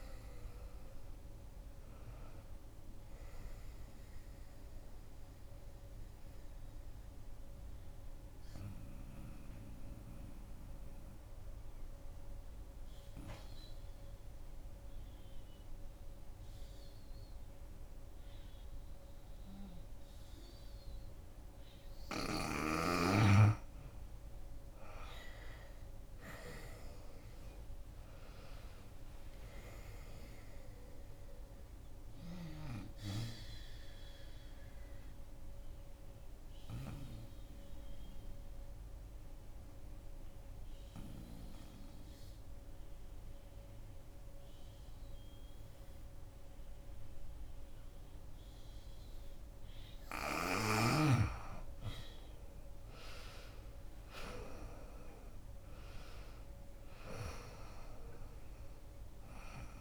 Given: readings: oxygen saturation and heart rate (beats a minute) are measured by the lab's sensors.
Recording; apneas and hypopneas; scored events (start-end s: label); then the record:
breathing in sleep by a room microphone; 2
0.00-9.00 s: drop in pulse transit time (device-marked, heart rate 63 extreme)
5.00-22.00 s: obstructive apnea (oxygen 94% before, 82% lowest, heart rate 71 before, 61 extreme, up 15 after)
5.00-28.00 s: oxygen desaturation (device-marked, oxygen 94% before, 83% lowest, heart rate 71 before, 61 extreme)
6.00-8.00 s: bradycardia (device-marked, heart rate 79 before, 66 extreme)
24.50-28.00 s: arousal
33.00-50.50 s: obstructive apnea (oxygen 94% before, 81% lowest, heart rate 71 before, 62 extreme, up 18 after)
38.00-47.00 s: oxygen desaturation (device-marked, oxygen 94% before, 84% lowest, heart rate 71 before, 62 extreme)
52.50-57.00 s: arousal
From the record:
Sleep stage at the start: N2 (light sleep); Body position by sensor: on the back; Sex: female